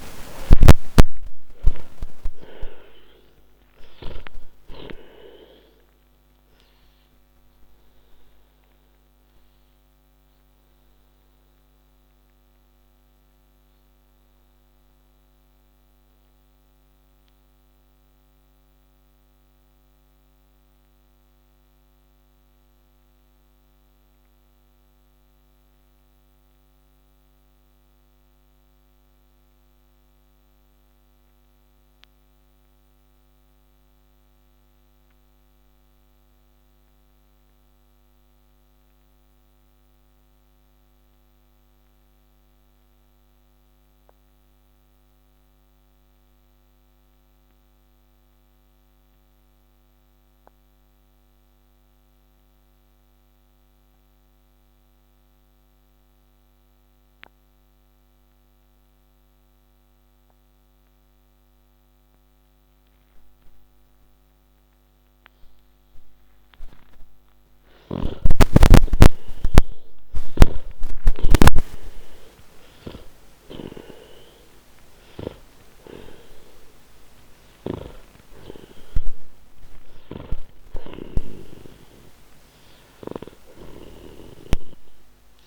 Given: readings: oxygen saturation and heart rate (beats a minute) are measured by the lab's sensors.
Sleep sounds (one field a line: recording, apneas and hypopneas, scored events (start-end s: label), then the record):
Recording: breathing in sleep by a microphone on the trachea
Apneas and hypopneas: 1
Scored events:
0.00-41.50 s: oxygen desaturation (device-marked, oxygen 77% lowest, heart rate 34 extreme)
8.50-66.00 s: mixed apnea (oxygen 96% before, 77% lowest)
61.50-85.47 s: oxygen desaturation (device-marked, oxygen 98% before, 78% lowest)
67.00-72.50 s: arousal
69.50-75.00 s: snoring (device-marked)
77.00-83.50 s: snoring (device-marked)
From the record:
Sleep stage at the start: N2 (light sleep)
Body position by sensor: on the back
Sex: male